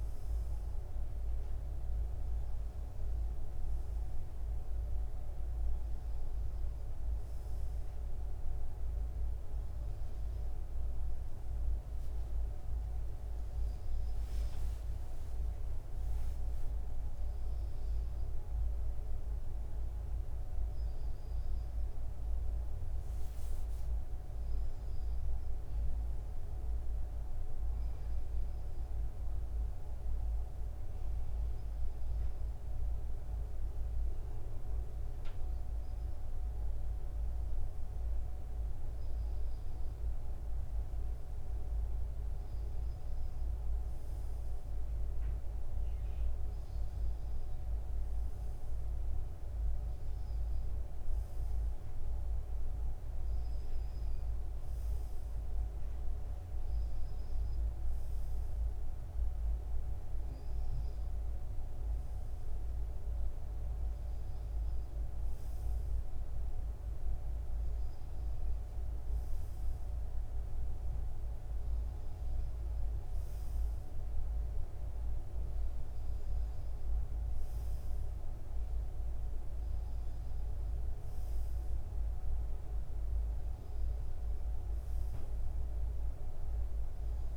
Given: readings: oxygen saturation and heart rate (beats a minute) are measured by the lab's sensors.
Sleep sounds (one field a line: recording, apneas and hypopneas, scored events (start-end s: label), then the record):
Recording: breathing in sleep, hard to hear, by a room microphone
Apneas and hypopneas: none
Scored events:
12.50-17.00 s: arousal
14.00-16.00 s: long interval between heartbeats (device-marked, heart rate 87 before, 105 extreme)
From the record:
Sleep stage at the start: N2 (light sleep)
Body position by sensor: on the front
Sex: male